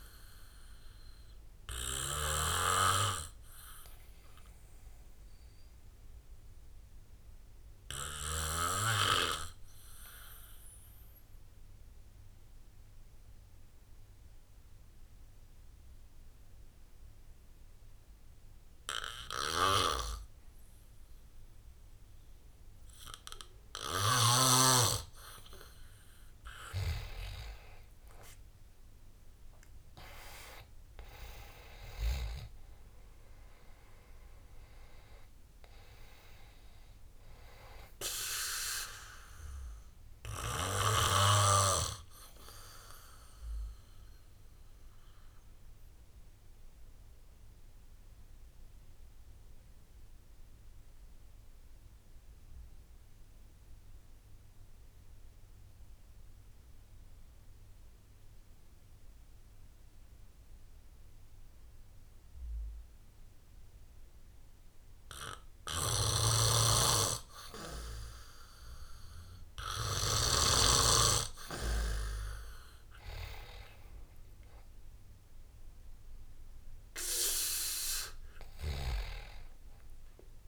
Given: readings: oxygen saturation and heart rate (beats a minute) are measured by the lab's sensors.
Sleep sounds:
breathing in sleep by a room microphone; 2
4.00-15.00 s: oxygen desaturation (device-marked, oxygen 95% before, 88% lowest, heart rate 75 before, 65 extreme)
5.50-24.50 s: obstructive apnea (oxygen 98% before, 88% lowest, heart rate 75 before, 66 extreme, up 17 after)
27.50-32.00 s: arousal
29.00-42.00 s: oxygen desaturation (device-marked, oxygen 97% before, 92% lowest, heart rate 70 before, 66 extreme)
42.50-70.00 s: obstructive apnea (oxygen 97% before, 88% lowest, heart rate 78 before, 64 extreme, up 9 after)
51.00-61.00 s: oxygen desaturation (device-marked, oxygen 93% before, 90% lowest, heart rate 77 before, 69 extreme)
74.50-78.00 s: arousal
75.00-80.48 s: oxygen desaturation (device-marked, oxygen 98% before, 88% lowest, heart rate 71 before, 64 extreme)
From the record:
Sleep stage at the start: N2 (light sleep); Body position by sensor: on the back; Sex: male

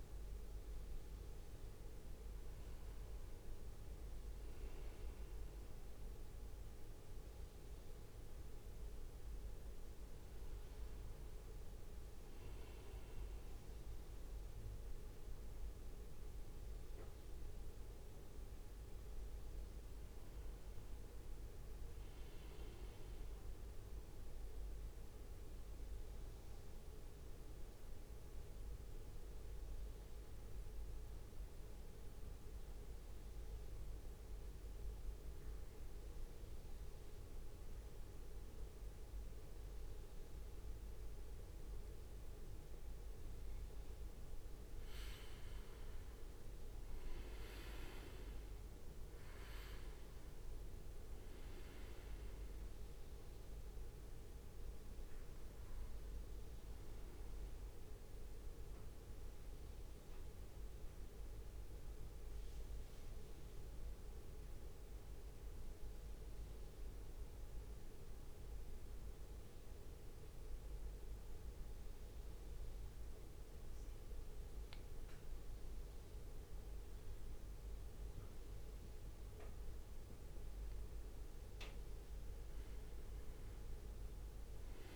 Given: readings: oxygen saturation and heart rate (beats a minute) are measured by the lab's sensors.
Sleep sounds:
breathing in sleep, hard to hear, by a room microphone; 2
0.00-5.00 s: oxygen desaturation (device-marked, oxygen 82% lowest, heart rate 55 extreme)
24.00-84.96 s: new sleep stage, N2 (light sleep)
25.00-43.50 s: central apnea (oxygen 99% before, 92% lowest, heart rate 62 before, 56 extreme, up 8 after)
45.00-63.00 s: oxygen desaturation (device-marked, oxygen 97% before, 93% lowest, heart rate 58 before, 59 extreme)
46.00-51.00 s: arousal
58.00-80.50 s: central apnea (oxygen 97% before, 92% lowest, heart rate 61 before, 59 extreme, up 5 after)
83.00-84.96 s: arousal
From the record:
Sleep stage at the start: N1 (lightest sleep); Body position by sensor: on the right side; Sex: male

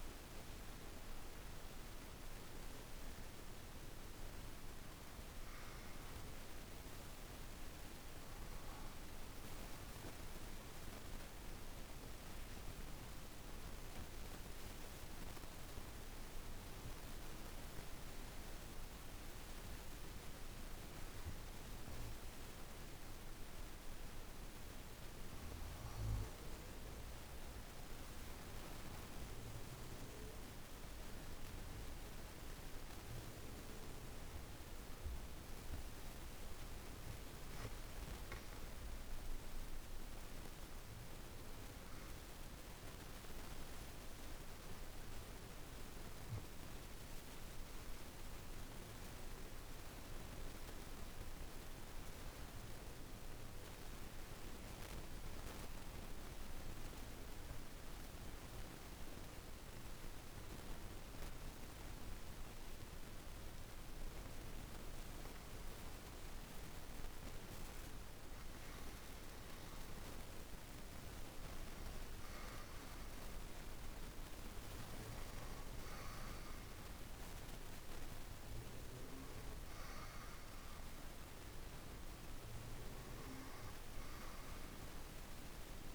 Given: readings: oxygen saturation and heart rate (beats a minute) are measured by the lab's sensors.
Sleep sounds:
breathing in sleep, hard to hear, by a room microphone; 2
0.00-2.50 s: arousal
0.00-3.00 s: oxygen desaturation (device-marked, oxygen 87% lowest, heart rate 49 extreme)
8.50-28.00 s: obstructive apnea (oxygen 98% before, 83% lowest, heart rate 55 before, 50 extreme, up 6 after)
26.00-54.00 s: oxygen desaturation (device-marked, oxygen 98% before, 83% lowest, heart rate 51 before, 50 extreme)
31.50-36.50 s: arousal
45.00-63.00 s: obstructive apnea (oxygen 98% before, 83% lowest, heart rate 54 before, 51 extreme, up 5 after)
65.00-69.50 s: arousal
68.00-85.95 s: oxygen desaturation (device-marked, oxygen 98% before, 93% lowest, heart rate 53 before, 51 extreme)
From the record:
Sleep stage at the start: N2 (light sleep); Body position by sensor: on the back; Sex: female

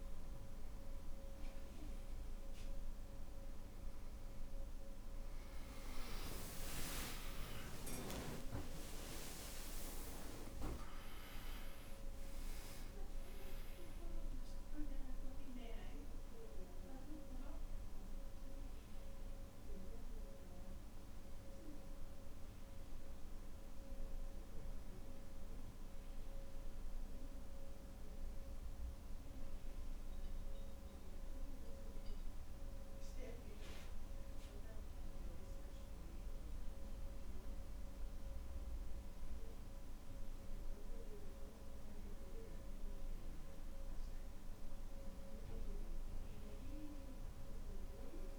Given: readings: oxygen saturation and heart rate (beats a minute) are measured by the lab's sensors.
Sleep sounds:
breathing in sleep by a room microphone; none
6.50-11.00 s: arousal
8.00-10.00 s: long interval between heartbeats (device-marked, heart rate 74 before, 89 extreme)
13.00-27.00 s: oxygen desaturation (device-marked, oxygen 96% before, 93% lowest, heart rate 81 before, 61 extreme)
From the record:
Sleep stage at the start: N2 (light sleep); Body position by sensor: on the back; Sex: male

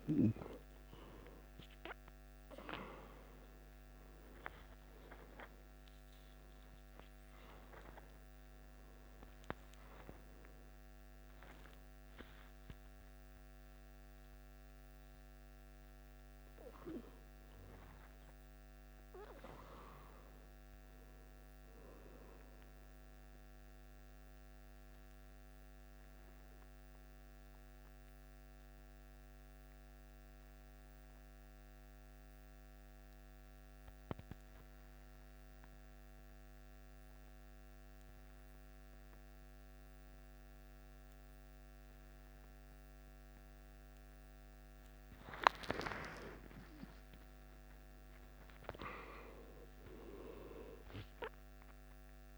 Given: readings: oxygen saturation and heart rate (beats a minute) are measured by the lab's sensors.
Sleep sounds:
breathing in sleep by a microphone on the trachea; 1
0.00-5.00 s: oxygen desaturation (device-marked, oxygen 90% lowest, heart rate 54 extreme)
16.00-22.00 s: oxygen desaturation (device-marked, oxygen 94% before, 89% lowest, heart rate 70 before, 53 extreme)
18.00-23.00 s: arousal
25.00-44.50 s: obstructive apnea (oxygen 99% before, 93% lowest, heart rate 67 before, 53 extreme, up 15 after)
42.00-52.38 s: oxygen desaturation (device-marked, oxygen 98% before, 93% lowest, heart rate 56 before, 53 extreme)
43.00-52.38 s: new sleep stage, N1 (lightest sleep)
46.00-51.00 s: arousal
From the record:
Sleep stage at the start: N2 (light sleep); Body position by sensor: on the back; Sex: male

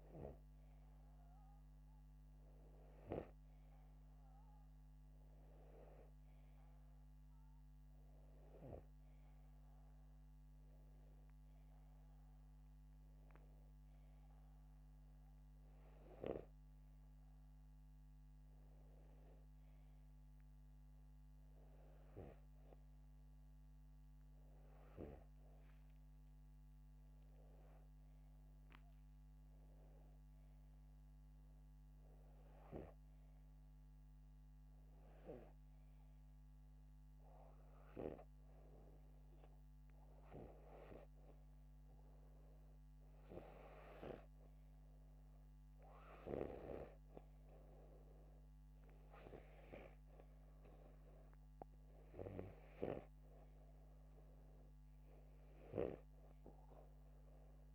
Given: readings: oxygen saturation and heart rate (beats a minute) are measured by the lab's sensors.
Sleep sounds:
breathing in sleep by a microphone on the trachea; none
none scored
From the record:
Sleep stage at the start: N2 (light sleep); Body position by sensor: upright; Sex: male

